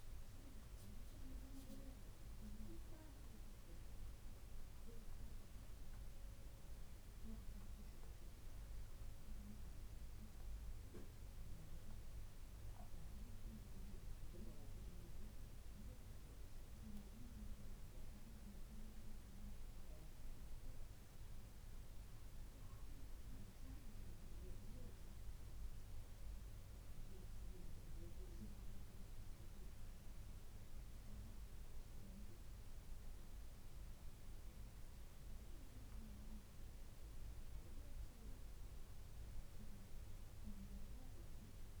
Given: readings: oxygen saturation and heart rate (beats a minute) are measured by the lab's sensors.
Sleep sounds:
breathing in sleep by a room microphone; none
none scored
From the record:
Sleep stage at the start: N1 (lightest sleep); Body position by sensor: on the back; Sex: female

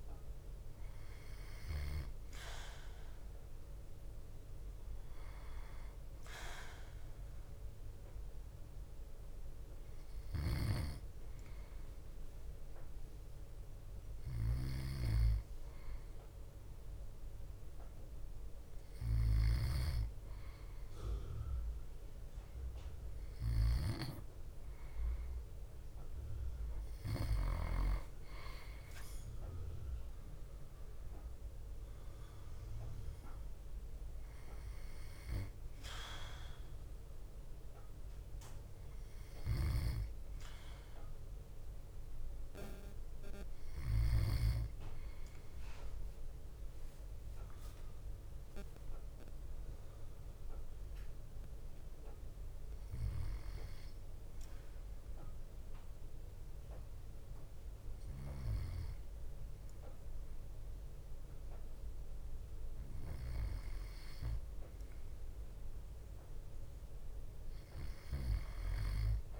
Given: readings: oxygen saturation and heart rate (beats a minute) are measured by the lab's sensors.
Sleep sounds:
breathing in sleep by a room microphone; 1
0.00-2.00 s: snoring (device-marked)
10.00-27.50 s: snoring (device-marked)
39.50-44.00 s: snoring (device-marked)
43.00-47.00 s: arousal
49.50-62.00 s: hypopnea (oxygen 93% before, 92% lowest)
58.00-63.50 s: snoring (device-marked)
64.50-69.00 s: arousal
From the record:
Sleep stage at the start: N2 (light sleep); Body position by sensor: on the back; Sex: male

